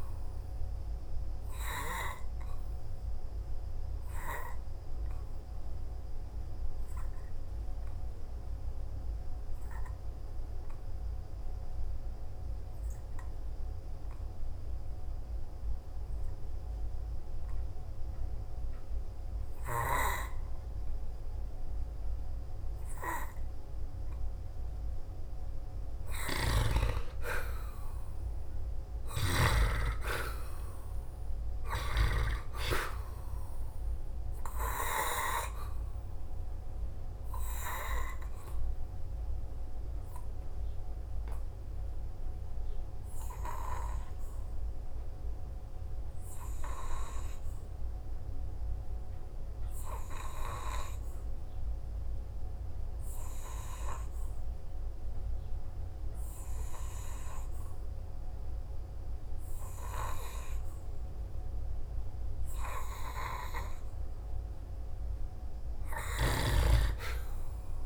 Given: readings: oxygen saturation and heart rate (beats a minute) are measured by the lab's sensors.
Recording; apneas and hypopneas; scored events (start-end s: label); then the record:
breathing in sleep by a room microphone; 2
4.50-25.50 s: obstructive apnea (oxygen 97% before, 88% lowest, heart rate 55 before, 51 extreme, up 3 after)
6.00-14.00 s: oxygen desaturation (device-marked, oxygen 97% before, 92% lowest, heart rate 55 before, 51 extreme)
21.00-34.00 s: oxygen desaturation (device-marked, oxygen 93% before, 88% lowest, heart rate 57 before, 51 extreme)
28.00-31.50 s: arousal
36.00-63.50 s: obstructive apnea (oxygen 95% before, 88% lowest, heart rate 55 before, 52 extreme, up 2 after)
42.00-64.00 s: oxygen desaturation (device-marked, oxygen 95% before, 88% lowest, heart rate 55 before, 52 extreme)
65.50-67.86 s: arousal
From the record:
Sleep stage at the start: N2 (light sleep); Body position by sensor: on the back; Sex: male